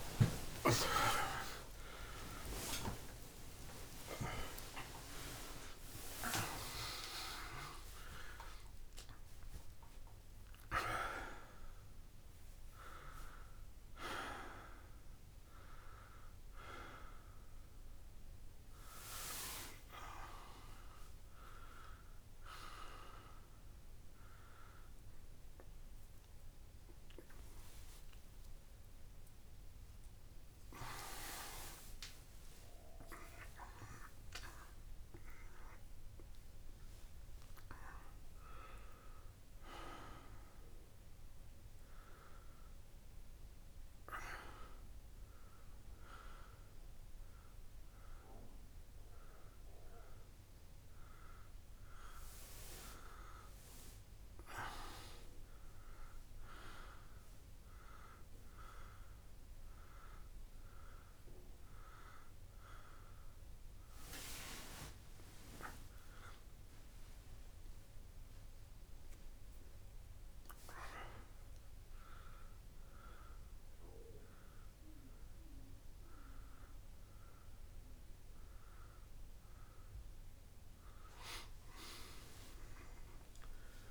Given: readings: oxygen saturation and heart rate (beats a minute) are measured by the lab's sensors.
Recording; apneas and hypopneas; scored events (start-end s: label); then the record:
a person awake in a sleep study, by a room microphone; none
0.00-2.00 s: long interval between heartbeats (device-marked)
0.00-4.50 s: oxygen desaturation (device-marked, oxygen 95% lowest)
3.00-5.00 s: long interval between heartbeats (device-marked)
6.00-8.00 s: long interval between heartbeats (device-marked)
8.50-10.50 s: long interval between heartbeats (device-marked, heart rate 33 before, 68 extreme)
From the record:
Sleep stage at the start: awake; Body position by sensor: on the back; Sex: male